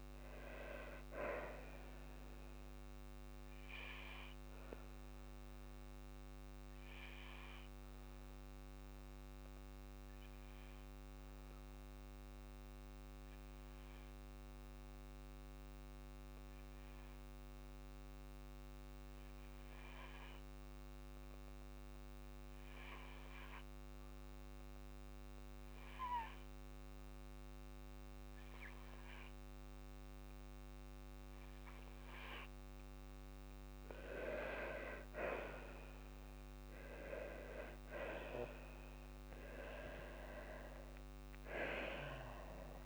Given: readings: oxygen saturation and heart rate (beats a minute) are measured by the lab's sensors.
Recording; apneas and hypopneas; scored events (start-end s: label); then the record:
breathing in sleep by a microphone on the trachea; 1
3.50-32.00 s: obstructive apnea (oxygen 97% before, 93% lowest, heart rate 58 before, 53 extreme, up 27 after)
38.50-42.86 s: tachycardia (device-marked, heart rate 58 before, 155 extreme)
39.50-41.50 s: long interval between heartbeats (device-marked, heart rate 55 before, 80 extreme)
40.00-42.86 s: arousal
From the record:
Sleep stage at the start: N2 (light sleep); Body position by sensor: on the left side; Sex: female